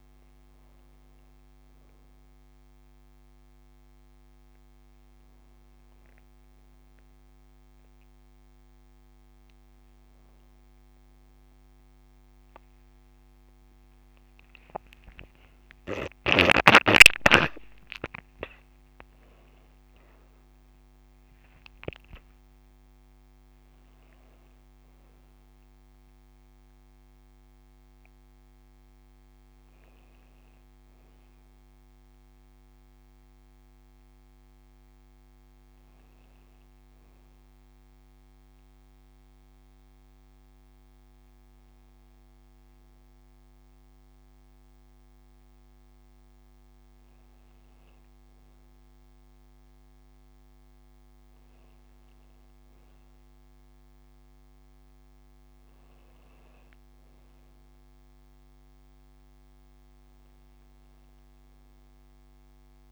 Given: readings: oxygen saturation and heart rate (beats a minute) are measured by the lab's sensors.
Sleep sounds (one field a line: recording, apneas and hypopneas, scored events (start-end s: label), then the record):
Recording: breathing in sleep by a microphone on the trachea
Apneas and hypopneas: none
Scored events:
none scored
From the record:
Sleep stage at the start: N2 (light sleep)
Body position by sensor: on the back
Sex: female